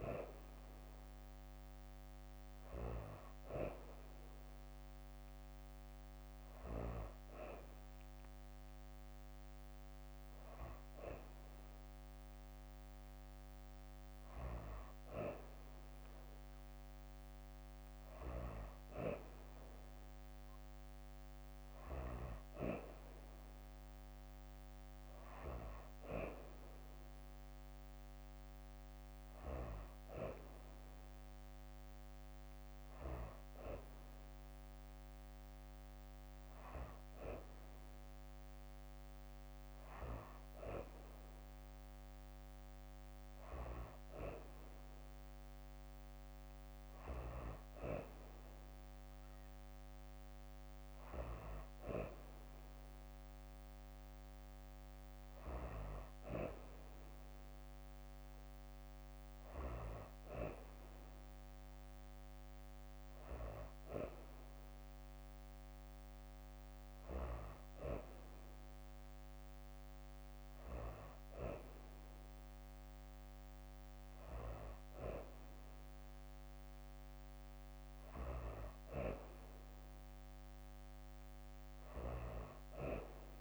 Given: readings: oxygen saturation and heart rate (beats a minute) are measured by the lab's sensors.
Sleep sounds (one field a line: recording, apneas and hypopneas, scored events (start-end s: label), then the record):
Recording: breathing in sleep by a microphone on the trachea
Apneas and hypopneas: none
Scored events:
6.50-83.41 s: new sleep stage, N3 (deep sleep)
From the record:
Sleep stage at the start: N2 (light sleep)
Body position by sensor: on the back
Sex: female